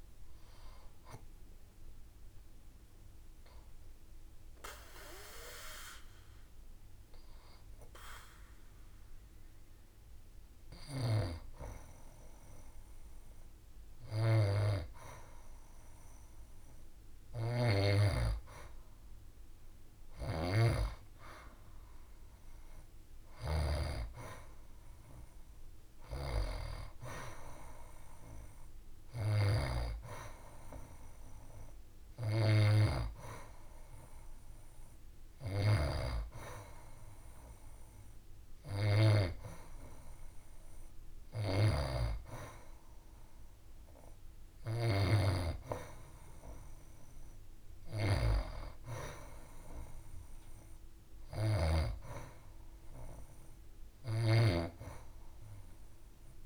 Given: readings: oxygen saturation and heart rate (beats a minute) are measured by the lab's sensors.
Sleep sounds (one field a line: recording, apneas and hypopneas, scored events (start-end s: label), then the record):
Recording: breathing in sleep by a room microphone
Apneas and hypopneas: 1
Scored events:
0.00-1.50 s: oxygen desaturation (device-marked, oxygen 90% lowest, heart rate 65 extreme)
2.00-14.00 s: hypopnea (oxygen 94% before, 89% lowest, heart rate 77 before, 65 extreme, up 7 after)
16.50-20.00 s: arousal
26.50-40.50 s: oxygen desaturation (device-marked, oxygen 95% before, 91% lowest, heart rate 69 before, 72 extreme)
From the record:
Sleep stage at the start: N2 (light sleep)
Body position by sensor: on the back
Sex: female